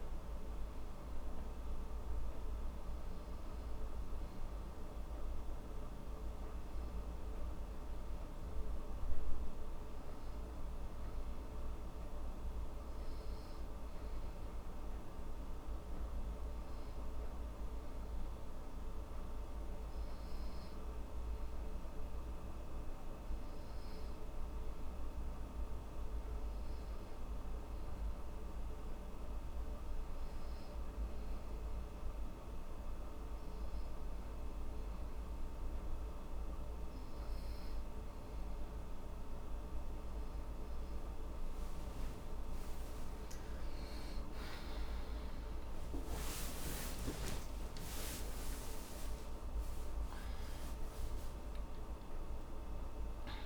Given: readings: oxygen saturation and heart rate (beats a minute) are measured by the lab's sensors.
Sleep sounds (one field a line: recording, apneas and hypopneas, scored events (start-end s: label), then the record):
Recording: breathing in sleep, hard to hear, by a room microphone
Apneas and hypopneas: none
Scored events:
44.50-52.00 s: arousal
From the record:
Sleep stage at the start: N2 (light sleep)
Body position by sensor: on the back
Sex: female